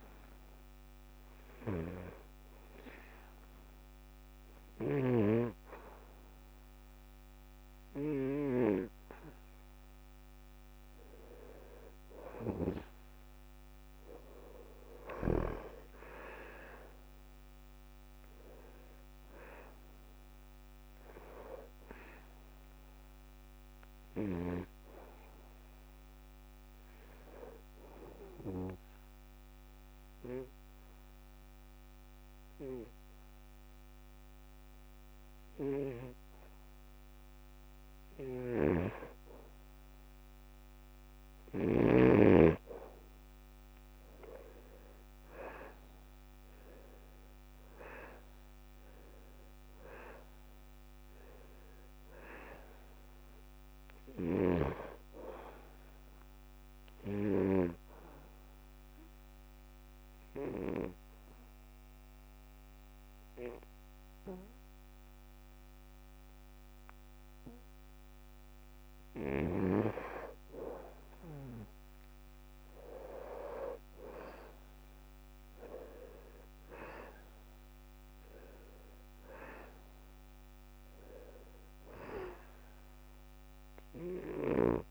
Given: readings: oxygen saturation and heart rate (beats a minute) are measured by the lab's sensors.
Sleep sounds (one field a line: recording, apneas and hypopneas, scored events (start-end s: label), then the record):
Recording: breathing in sleep by a microphone on the trachea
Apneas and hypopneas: 2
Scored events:
15.50-20.00 s: arousal
28.50-40.00 s: hypopnea (oxygen 93% before, 85% lowest, heart rate 75 before, 74 extreme)
39.00-51.00 s: oxygen desaturation (device-marked, oxygen 93% before, 90% lowest, heart rate 76 before, 74 extreme)
45.50-51.00 s: arousal
59.00-70.00 s: obstructive apnea (oxygen 96% before, 81% lowest, heart rate 77 before, 74 extreme, up 0 after)
60.00-73.00 s: oxygen desaturation (device-marked, oxygen 96% before, 85% lowest, heart rate 77 before, 74 extreme)
76.00-80.50 s: arousal
From the record:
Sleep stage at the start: N2 (light sleep)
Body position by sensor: on the back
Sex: male